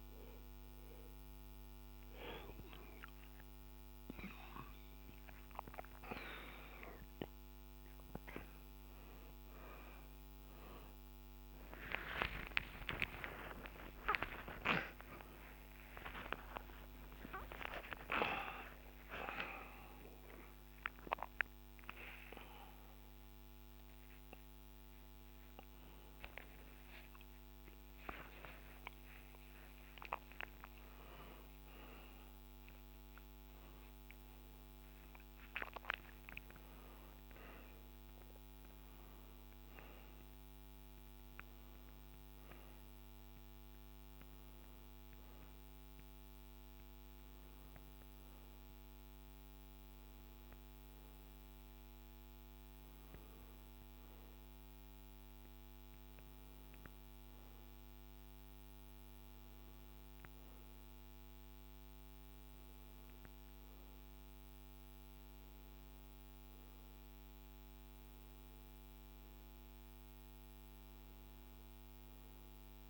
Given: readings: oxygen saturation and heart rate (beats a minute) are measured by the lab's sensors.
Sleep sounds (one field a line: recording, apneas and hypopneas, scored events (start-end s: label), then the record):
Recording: a person partly awake in a sleep study, by a microphone on the trachea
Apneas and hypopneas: none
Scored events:
10.00-17.00 s: tachycardia (device-marked, heart rate 76 before, 112 extreme)
26.00-72.90 s: new sleep stage, N1 (lightest sleep)
From the record:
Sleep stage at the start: awake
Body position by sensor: on the right side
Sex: male